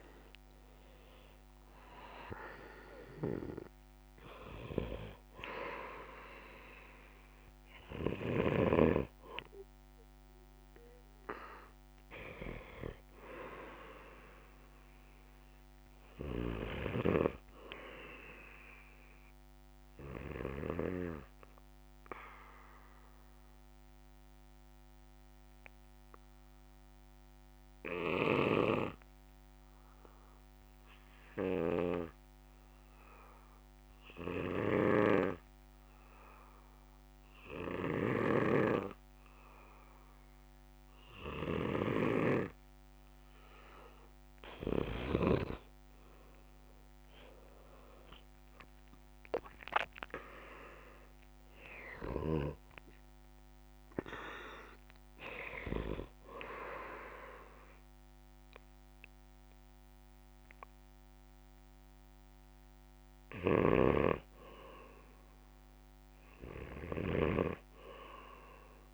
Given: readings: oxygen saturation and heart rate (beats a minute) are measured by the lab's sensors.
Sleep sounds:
breathing in sleep by a microphone on the trachea; 1
0.00-2.00 s: arousal
0.00-17.50 s: oxygen desaturation (device-marked, oxygen 92% lowest, heart rate 60 extreme)
22.00-43.50 s: obstructive apnea (oxygen 97% before, 91% lowest, heart rate 66 before, 59 extreme, up 14 after)
46.00-49.50 s: arousal
47.50-68.50 s: oxygen desaturation (device-marked, oxygen 96% before, 91% lowest, heart rate 65 before, 59 extreme)
From the record:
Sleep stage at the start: N2 (light sleep); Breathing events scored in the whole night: 235 in 4.1 hours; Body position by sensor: on the back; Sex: male

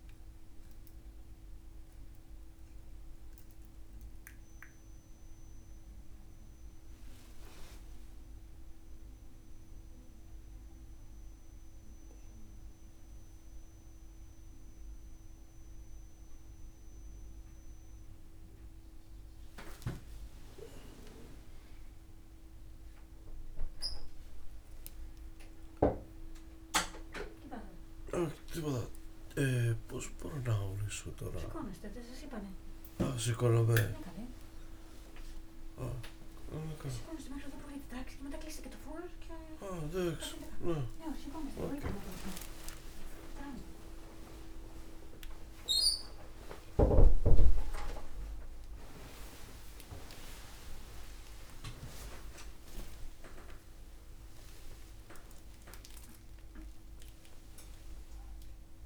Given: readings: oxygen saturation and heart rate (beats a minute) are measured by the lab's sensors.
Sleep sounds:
a person awake in a sleep study, by a room microphone; none
27.50-39.50 s: snoring (device-marked)
From the record:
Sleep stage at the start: awake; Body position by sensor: on the back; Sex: male

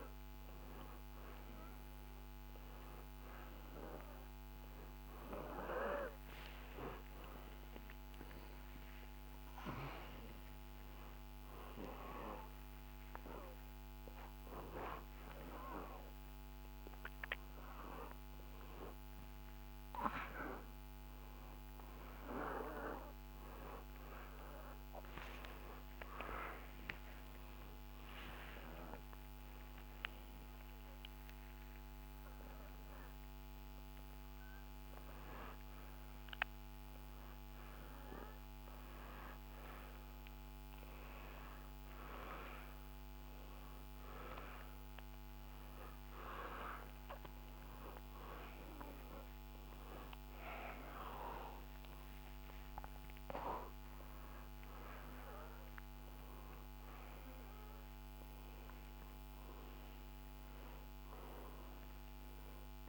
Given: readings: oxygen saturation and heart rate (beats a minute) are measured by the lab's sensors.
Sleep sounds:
a person awake in a sleep study, by a microphone on the trachea; none
0.00-2.00 s: oxygen desaturation (device-marked, oxygen 93% lowest, heart rate 65 extreme)
From the record:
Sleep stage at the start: awake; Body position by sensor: on the front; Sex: male

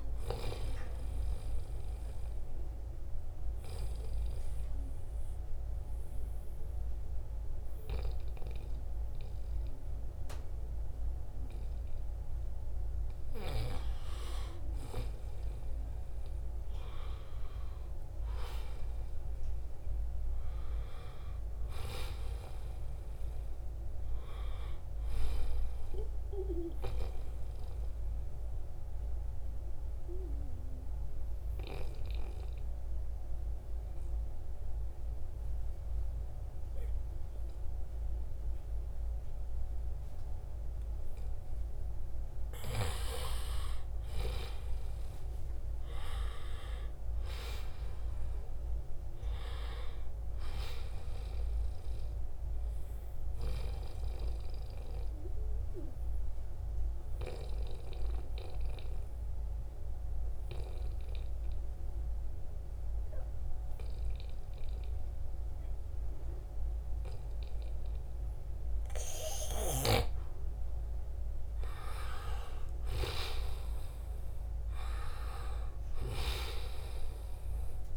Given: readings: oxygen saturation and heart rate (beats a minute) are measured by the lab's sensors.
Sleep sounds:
breathing in sleep by a room microphone; 3
2.00-13.00 s: obstructive apnea (oxygen 95% before, 90% lowest, heart rate 76 before, 74 extreme, up 0 after)
15.50-20.50 s: arousal
27.00-41.50 s: obstructive apnea (oxygen 94% before, 90% lowest, heart rate 77 before, 74 extreme, up 3 after)
42.50-47.50 s: arousal
51.50-65.50 s: oxygen desaturation (device-marked, oxygen 95% before, 90% lowest, heart rate 76 before, 74 extreme)
53.50-70.00 s: obstructive apnea (oxygen 95% before, 87% lowest, heart rate 76 before, 74 extreme, up 5 after)
72.00-76.00 s: arousal
76.50-77.96 s: oxygen desaturation (device-marked, oxygen 95% before, 90% lowest, heart rate 76 before, 72 extreme)
From the record:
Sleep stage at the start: N2 (light sleep); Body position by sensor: on the right side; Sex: male

